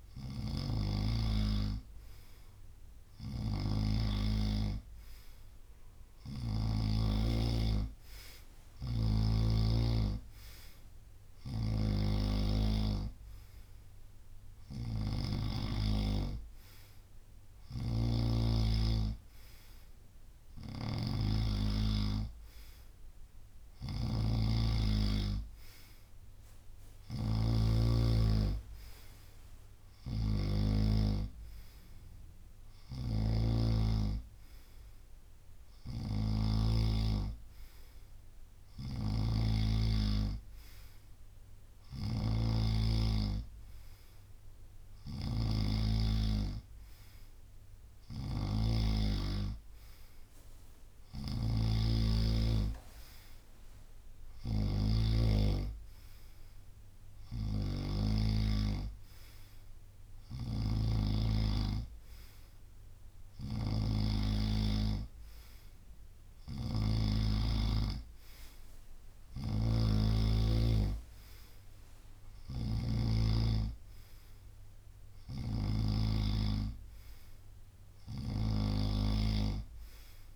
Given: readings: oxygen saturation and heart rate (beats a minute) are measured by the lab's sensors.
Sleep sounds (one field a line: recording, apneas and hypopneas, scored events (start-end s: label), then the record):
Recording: breathing in sleep by a room microphone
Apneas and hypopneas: none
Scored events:
0.00-6.50 s: snoring (device-marked)
11.00-30.50 s: snoring (device-marked)
26.50-36.50 s: drop in pulse transit time (device-marked, heart rate 73 before, 72 extreme)
32.50-58.00 s: snoring (device-marked)
49.50-58.50 s: drop in pulse transit time (device-marked, heart rate 72 before, 69 extreme)
60.00-73.00 s: snoring (device-marked)
70.50-80.36 s: drop in pulse transit time (device-marked, heart rate 74 before, 69 extreme)
75.00-80.36 s: snoring (device-marked)
From the record:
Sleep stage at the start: N2 (light sleep)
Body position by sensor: on the right side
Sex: male